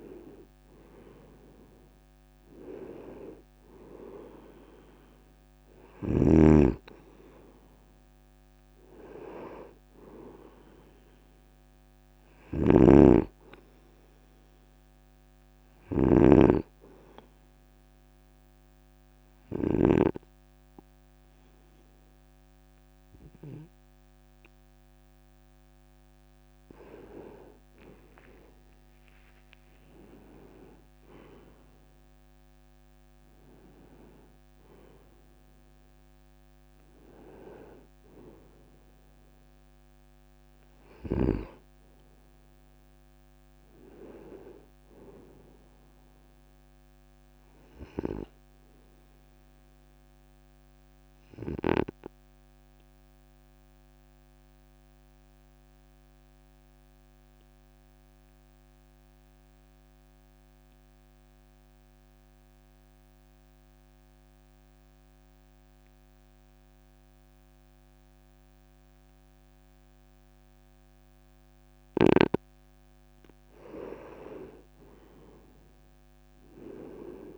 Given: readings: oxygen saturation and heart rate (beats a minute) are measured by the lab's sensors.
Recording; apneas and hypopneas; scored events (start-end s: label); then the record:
breathing in sleep by a microphone on the trachea; 2
12.00-20.00 s: snoring (device-marked)
16.50-27.00 s: obstructive apnea (oxygen 97% before, 93% lowest, heart rate 55 before, 49 extreme, up 8 after)
28.50-33.50 s: arousal
51.00-72.50 s: obstructive apnea (oxygen 98% before, 93% lowest, heart rate 54 before, 50 extreme, up 5 after)
72.50-77.38 s: oxygen desaturation (device-marked, oxygen 97% before, 93% lowest, heart rate 51 before, 49 extreme)
75.00-77.38 s: arousal
From the record:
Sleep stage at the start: N2 (light sleep); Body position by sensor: on the right side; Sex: male